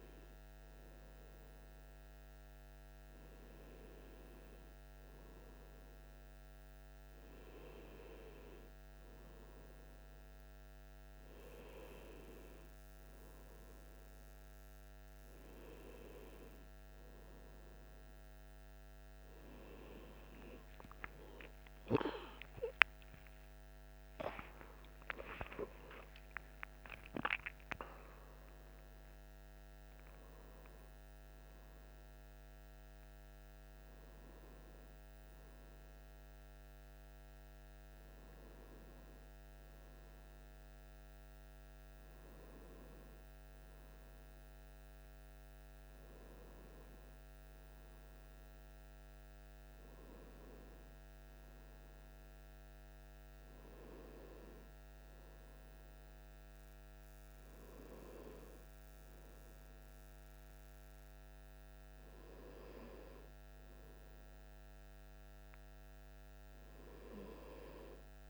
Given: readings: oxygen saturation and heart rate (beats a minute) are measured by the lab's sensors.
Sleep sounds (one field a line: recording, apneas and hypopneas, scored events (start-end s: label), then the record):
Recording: breathing in sleep by a microphone on the trachea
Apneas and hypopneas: none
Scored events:
21.00-25.50 s: arousal
From the record:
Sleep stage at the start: N1 (lightest sleep)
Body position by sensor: on the right side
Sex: male